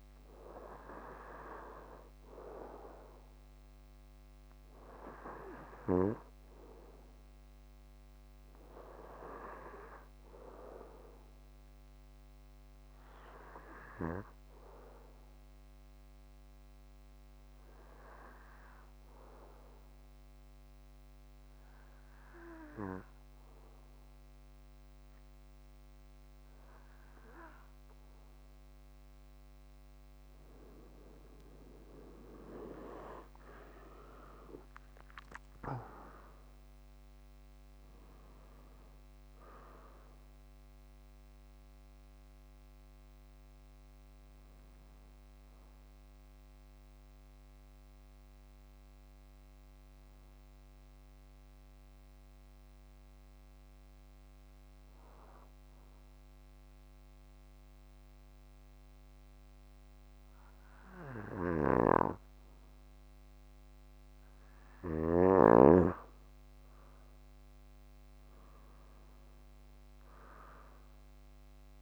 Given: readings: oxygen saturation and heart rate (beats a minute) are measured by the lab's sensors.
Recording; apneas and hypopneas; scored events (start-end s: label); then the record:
breathing in sleep by a microphone on the trachea; 2
18.00-30.00 s: hypopnea (oxygen 96% before, 91% lowest, heart rate 66 before, 56 extreme, up 11 after)
32.00-36.00 s: arousal
51.00-64.00 s: hypopnea (oxygen 96% before, 91% lowest, heart rate 65 before, 53 extreme, up 14 after)
60.50-64.50 s: snoring (device-marked)
66.50-70.50 s: arousal
69.00-71.82 s: oxygen desaturation (device-marked, oxygen 97% before, 91% lowest, heart rate 60 before, 53 extreme)
From the record:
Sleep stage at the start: N2 (light sleep); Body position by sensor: on the back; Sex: male